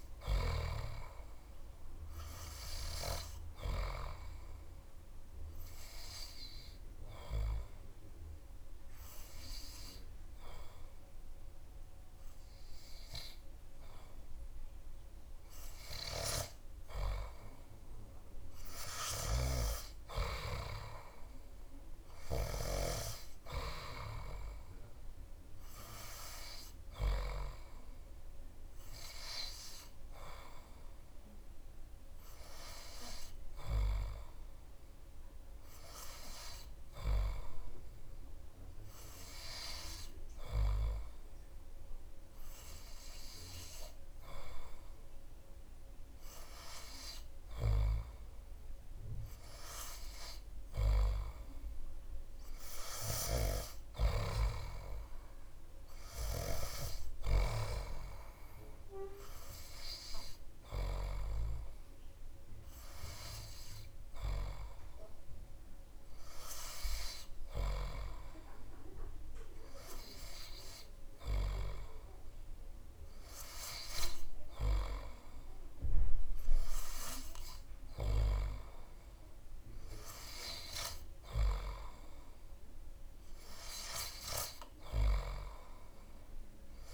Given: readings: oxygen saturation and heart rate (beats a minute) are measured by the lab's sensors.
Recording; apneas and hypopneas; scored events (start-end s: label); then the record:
breathing in sleep by a room microphone; 2
4.50-16.00 s: obstructive apnea (oxygen 98% before, 95% lowest)
18.50-22.50 s: arousal
28.50-46.50 s: hypopnea (oxygen 98% before, 95% lowest)
47.50-51.50 s: arousal
63.00-80.00 s: oxygen desaturation (device-marked, oxygen 99% before, 95% lowest)
From the record:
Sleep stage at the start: N3 (deep sleep); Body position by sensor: on the back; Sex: male